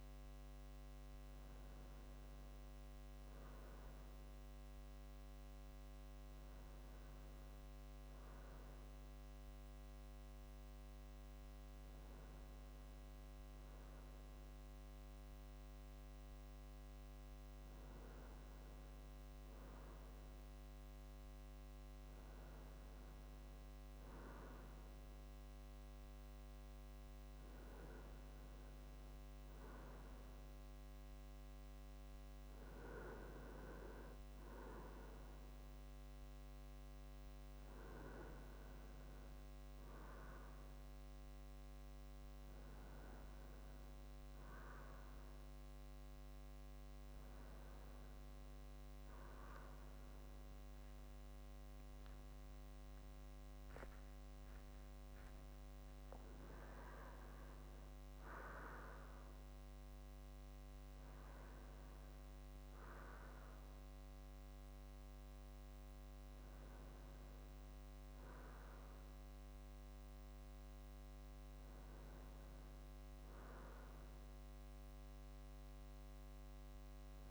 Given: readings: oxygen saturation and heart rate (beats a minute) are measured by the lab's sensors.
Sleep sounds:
a person awake in a sleep study, hard to hear, by a microphone on the trachea; none
none scored
From the record:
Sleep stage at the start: awake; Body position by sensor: on the right side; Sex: male

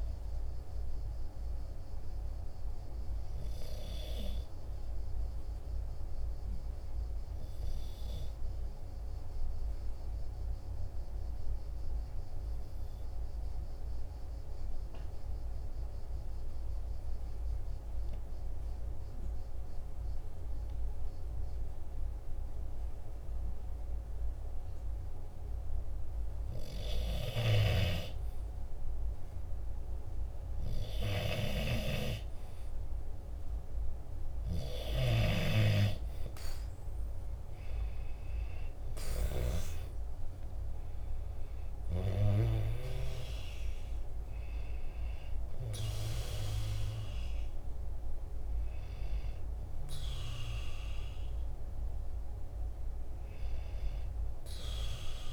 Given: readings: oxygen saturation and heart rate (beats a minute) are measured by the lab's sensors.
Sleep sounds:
breathing in sleep by a room microphone; 1
0.00-15.50 s: oxygen desaturation (device-marked, oxygen 93% lowest, heart rate 46 extreme)
0.50-24.50 s: obstructive apnea (oxygen 98% before, 93% lowest, heart rate 49 before, 46 extreme, up 2 after)
26.00-30.50 s: arousal
35.50-55.32 s: oxygen desaturation (device-marked, oxygen 97% before, 93% lowest, heart rate 47 before, 46 extreme)
From the record:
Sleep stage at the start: N2 (light sleep); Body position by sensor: on the right side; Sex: male

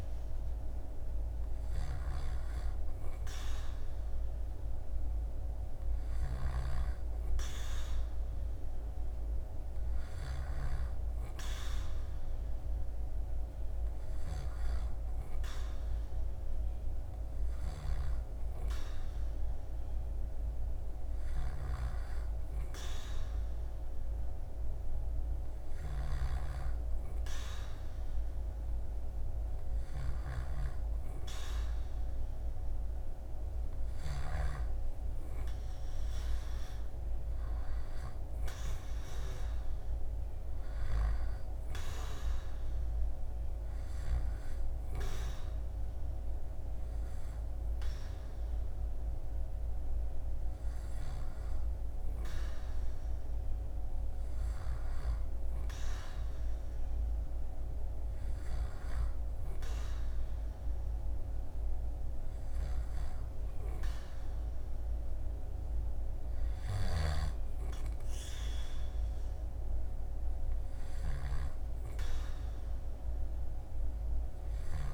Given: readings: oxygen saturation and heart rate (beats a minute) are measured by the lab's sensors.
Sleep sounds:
breathing in sleep, hard to hear, by a room microphone; none
1.00-10.00 s: snoring (device-marked)
17.00-34.00 s: snoring (device-marked)
62.00-74.94 s: snoring (device-marked)
From the record:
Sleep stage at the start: N2 (light sleep); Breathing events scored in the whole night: 488 in 6.6 hours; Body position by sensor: on the back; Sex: male

